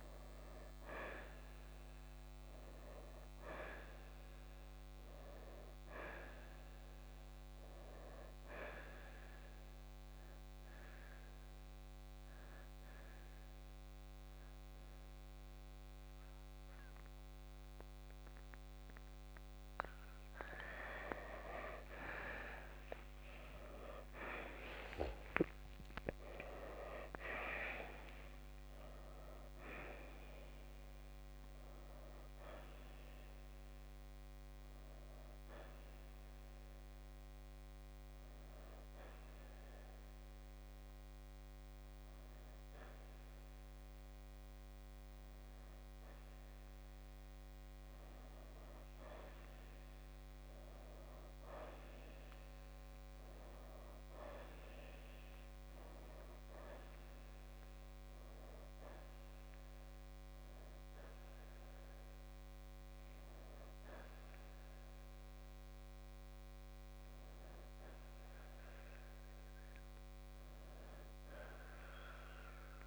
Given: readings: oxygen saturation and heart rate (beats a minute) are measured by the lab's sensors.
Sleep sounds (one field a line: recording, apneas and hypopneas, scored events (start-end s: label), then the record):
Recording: a person partly awake in a sleep study, by a microphone on the trachea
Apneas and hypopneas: 1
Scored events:
0.00-3.00 s: arousal
9.50-20.50 s: obstructive apnea (oxygen 92% before, 84% lowest, heart rate 64 before, 56 extreme, up 27 after)
10.00-24.00 s: oxygen desaturation (device-marked, oxygen 91% before, 88% lowest, heart rate 63 before, 56 extreme)
21.00-51.00 s: new sleep stage, awake
38.00-50.00 s: oxygen desaturation (device-marked, oxygen 91% before, 84% lowest, heart rate 70 before, 53 extreme)
51.00-72.87 s: new sleep stage, N2 (light sleep)
56.00-72.87 s: oxygen desaturation (device-marked, oxygen 94% before, 89% lowest, heart rate 64 before, 53 extreme)
From the record:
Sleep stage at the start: N1 (lightest sleep)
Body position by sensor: on the right side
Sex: male